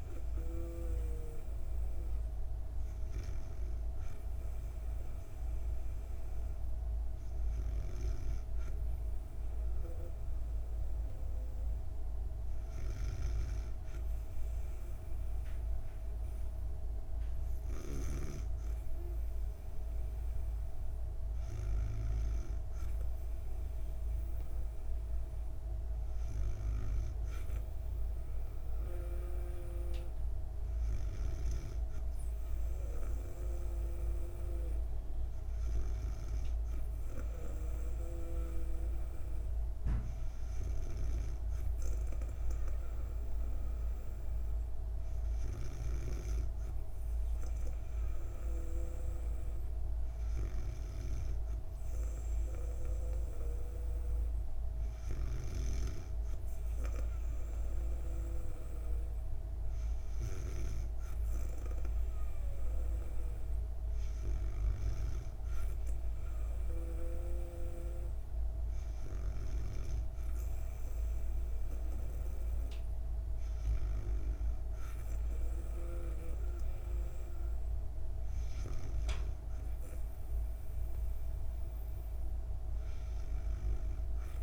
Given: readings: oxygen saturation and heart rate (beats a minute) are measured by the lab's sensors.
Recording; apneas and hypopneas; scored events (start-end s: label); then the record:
breathing in sleep by a room microphone; none
12.50-18.00 s: snoring (device-marked)
From the record:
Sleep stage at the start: N2 (light sleep); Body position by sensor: on the back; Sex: female